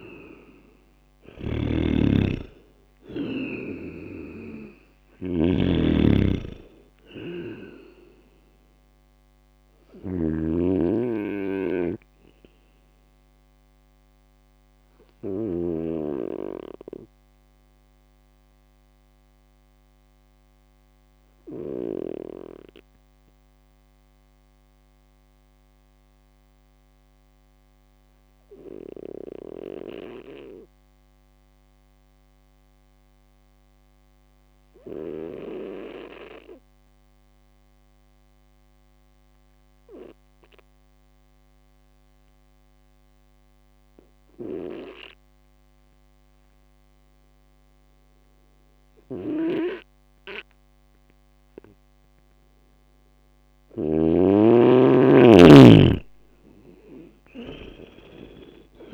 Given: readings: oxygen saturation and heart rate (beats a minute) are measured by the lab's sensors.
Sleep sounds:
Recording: breathing in sleep by a microphone on the trachea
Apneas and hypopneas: 1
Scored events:
0.00-1.50 s: snoring (device-marked)
6.00-15.50 s: snoring (device-marked)
15.00-53.00 s: obstructive apnea (oxygen 99% before, 95% lowest)
53.50-58.94 s: snoring (device-marked)
57.50-58.94 s: arousal
From the record:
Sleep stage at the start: N2 (light sleep)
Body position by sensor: on the right side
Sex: male

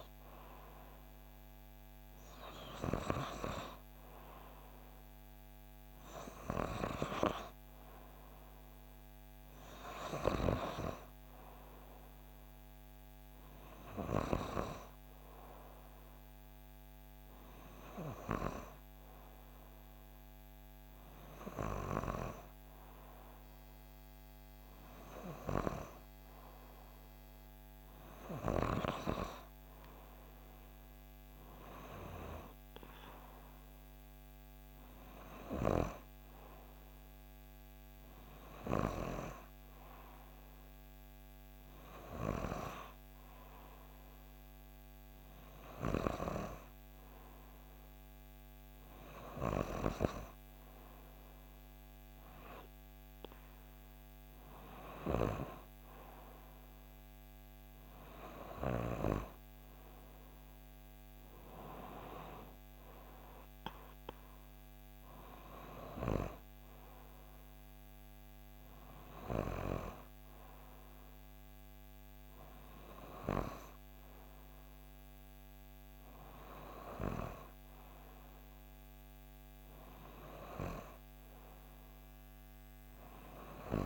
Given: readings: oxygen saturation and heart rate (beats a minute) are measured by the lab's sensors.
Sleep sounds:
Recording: breathing in sleep by a microphone on the trachea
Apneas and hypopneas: none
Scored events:
none scored
From the record:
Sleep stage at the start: N2 (light sleep)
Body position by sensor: on the back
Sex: female

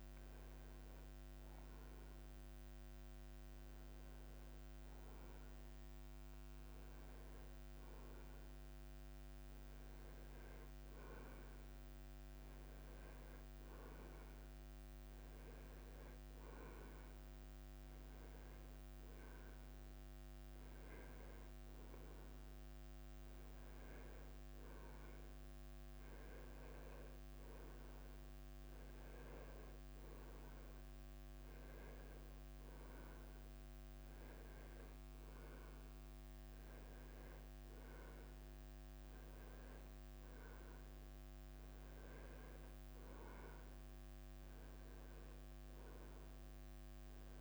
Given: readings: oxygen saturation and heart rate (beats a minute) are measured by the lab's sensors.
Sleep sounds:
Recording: breathing in sleep, hard to hear, by a microphone on the trachea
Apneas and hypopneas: none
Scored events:
0.00-2.00 s: drop in pulse transit time (device-marked, heart rate 96 extreme)
8.00-12.00 s: tachycardia (device-marked, heart rate 98 before, 101 extreme)
From the record:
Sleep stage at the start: N1 (lightest sleep)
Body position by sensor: on the right side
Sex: male

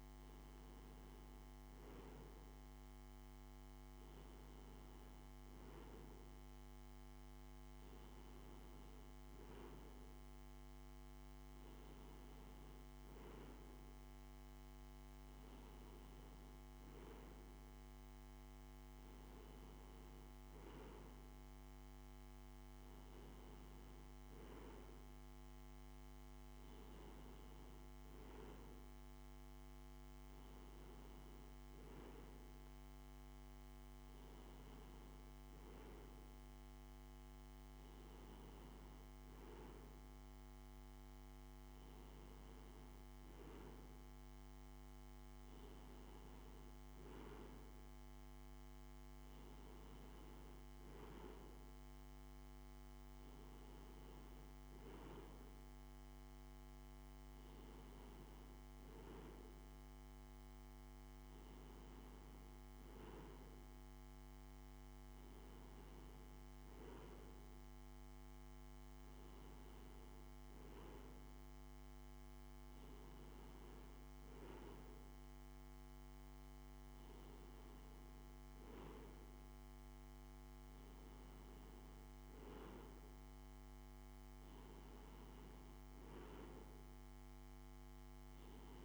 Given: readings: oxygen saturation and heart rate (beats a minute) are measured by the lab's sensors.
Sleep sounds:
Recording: breathing in sleep, hard to hear, by a microphone on the trachea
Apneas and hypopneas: none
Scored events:
none scored
From the record:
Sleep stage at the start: N2 (light sleep)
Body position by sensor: on the right side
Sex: male

